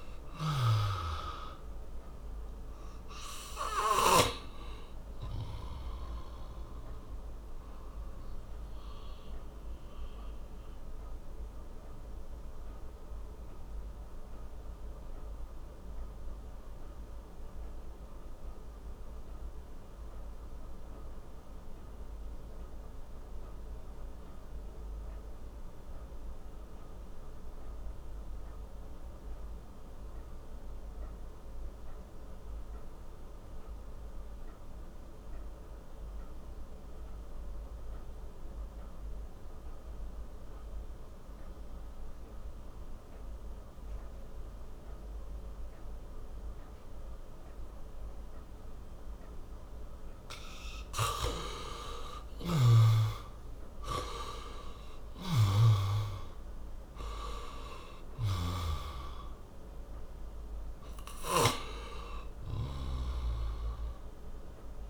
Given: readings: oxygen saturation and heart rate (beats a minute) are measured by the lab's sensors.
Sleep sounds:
breathing in sleep by a room microphone; 1
0.00-27.50 s: oxygen desaturation (device-marked, oxygen 62% lowest)
7.00-50.50 s: obstructive apnea (oxygen 81% before, 62% lowest)
29.50-64.90 s: oxygen desaturation (device-marked, oxygen 99% before, 66% lowest)
52.00-61.50 s: snoring (device-marked)
53.00-57.00 s: arousal
From the record:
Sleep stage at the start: REM sleep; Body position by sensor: on the back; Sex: male

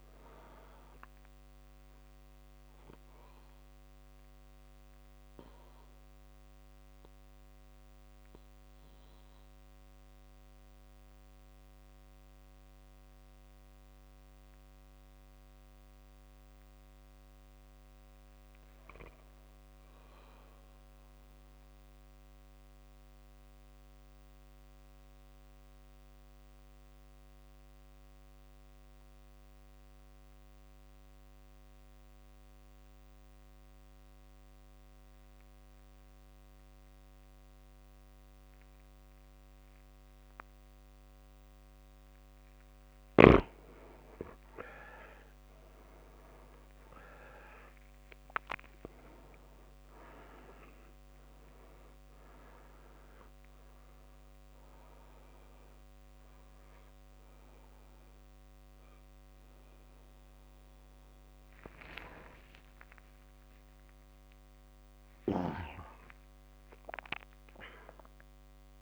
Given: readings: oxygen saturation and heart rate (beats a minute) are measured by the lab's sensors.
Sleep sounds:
breathing in sleep by a microphone on the trachea; 1
0.00-20.00 s: oxygen desaturation (device-marked, oxygen 92% lowest)
3.00-42.00 s: mixed apnea (oxygen 100% before, 87% lowest)
44.00-48.50 s: arousal
47.00-68.82 s: new sleep stage, N1 (lightest sleep)
51.00-68.82 s: oxygen desaturation (device-marked, oxygen 97% before, 87% lowest)
From the record:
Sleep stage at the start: N2 (light sleep); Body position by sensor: on the back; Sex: male

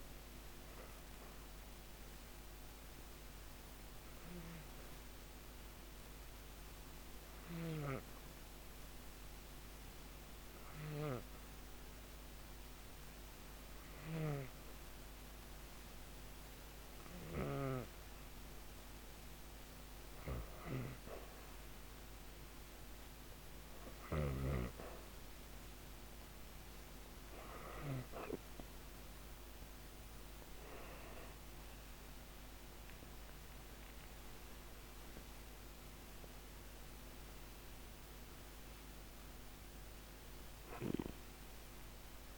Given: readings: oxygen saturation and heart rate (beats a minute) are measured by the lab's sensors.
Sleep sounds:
breathing in sleep by a microphone on the trachea; 1
1.50-20.50 s: obstructive apnea (oxygen 98% before, 93% lowest, heart rate 121 before, 97 extreme, up 27 after)
12.00-26.00 s: oxygen desaturation (device-marked, oxygen 96% before, 93% lowest, heart rate 126 before, 97 extreme)
30.00-33.50 s: arousal
From the record:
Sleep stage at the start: N2 (light sleep); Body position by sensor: on the back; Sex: female

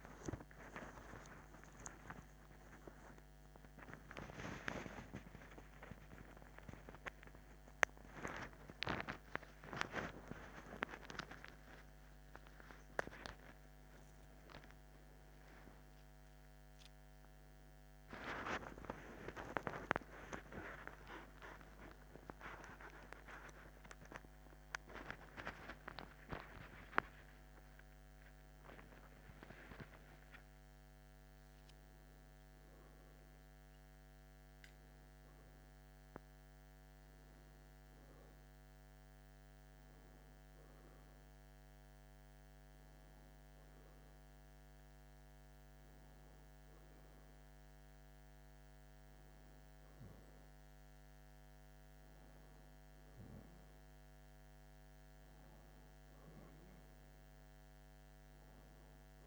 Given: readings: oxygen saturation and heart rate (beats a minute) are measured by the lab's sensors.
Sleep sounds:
a person awake in a sleep study, by a microphone on the trachea; none
none scored
From the record:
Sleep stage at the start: awake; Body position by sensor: on the back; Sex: male

